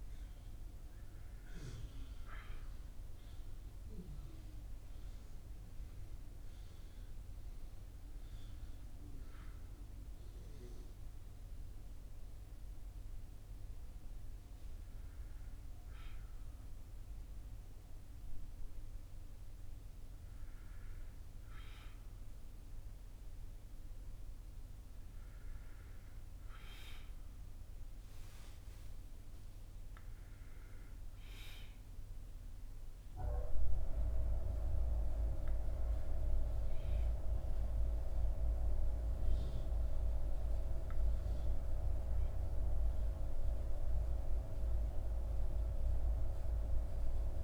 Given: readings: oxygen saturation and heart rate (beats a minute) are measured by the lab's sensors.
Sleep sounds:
a person awake in a sleep study, by a room microphone; none
none scored
From the record:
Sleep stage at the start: awake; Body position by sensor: on the back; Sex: male

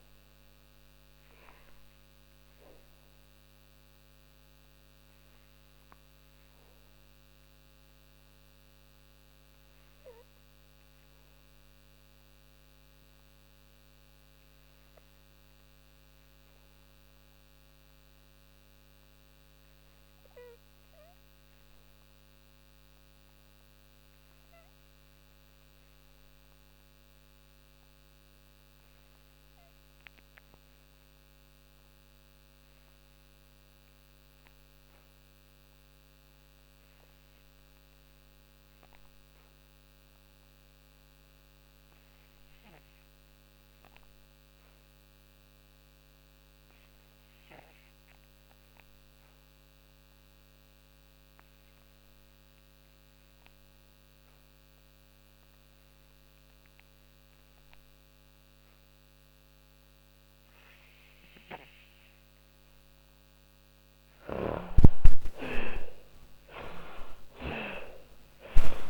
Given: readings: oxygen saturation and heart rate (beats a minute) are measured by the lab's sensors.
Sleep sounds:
breathing in sleep by a microphone on the trachea; 1
0.00-23.00 s: oxygen desaturation (device-marked, oxygen 62% lowest, heart rate 36 extreme)
0.50-60.50 s: obstructive apnea (oxygen 94% before, 51% lowest, heart rate 51 before, 39 extreme, up 43 after)
36.00-68.90 s: oxygen desaturation (device-marked, oxygen 94% before, 51% lowest, heart rate 52 before, 38 extreme)
62.50-68.00 s: arousal
From the record:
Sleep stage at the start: REM sleep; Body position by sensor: on the back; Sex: female

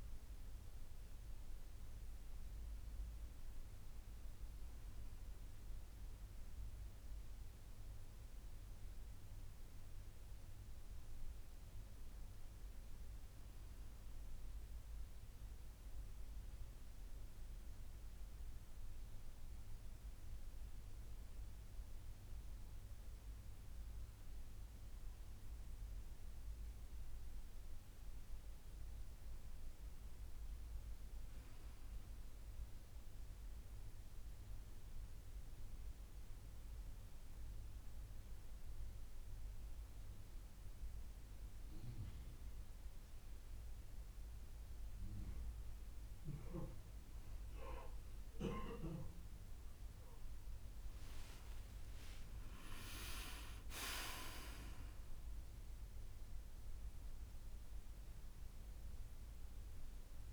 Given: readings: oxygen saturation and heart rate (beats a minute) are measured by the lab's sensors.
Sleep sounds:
breathing in sleep by a room microphone; none
51.00-55.00 s: arousal
From the record:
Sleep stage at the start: N2 (light sleep); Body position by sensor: on the back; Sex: female

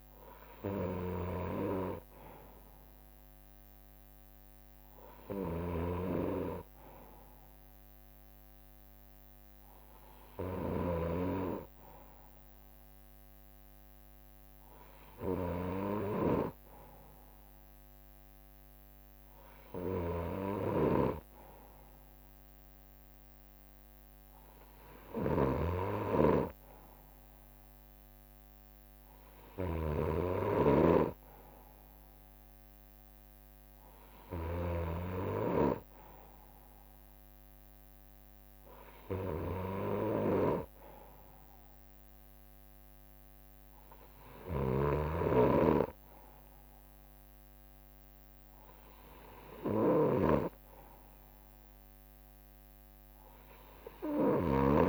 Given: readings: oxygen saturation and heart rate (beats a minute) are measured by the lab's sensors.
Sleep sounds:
breathing in sleep by a microphone on the trachea; none
0.50-11.00 s: snoring (device-marked)
7.50-24.50 s: drop in pulse transit time (device-marked, heart rate 66 before, 65 extreme)
19.00-25.00 s: leg movement (device-marked)
25.00-34.50 s: snoring (device-marked)
25.50-28.50 s: leg movement (device-marked)
35.00-41.50 s: leg movement (device-marked)
43.50-49.00 s: leg movement (device-marked)
44.00-54.89 s: snoring (device-marked)
49.50-51.50 s: leg movement (device-marked)
From the record:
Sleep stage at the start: N2 (light sleep); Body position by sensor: on the right side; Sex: male

